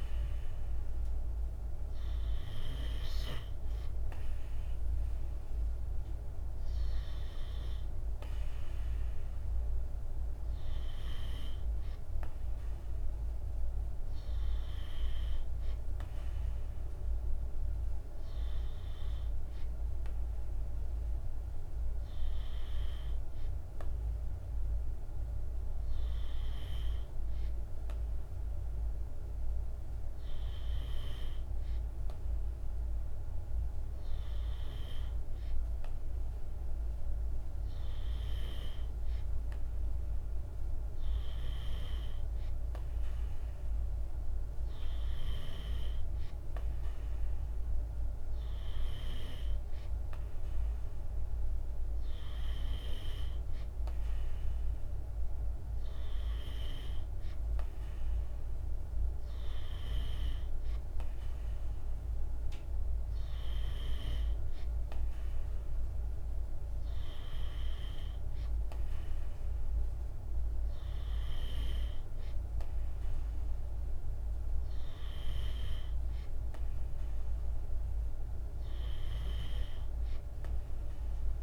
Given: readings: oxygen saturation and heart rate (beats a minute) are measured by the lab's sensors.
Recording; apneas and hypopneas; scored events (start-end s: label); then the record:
breathing in sleep by a room microphone; none
none scored
From the record:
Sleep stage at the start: N2 (light sleep); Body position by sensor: on the right side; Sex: male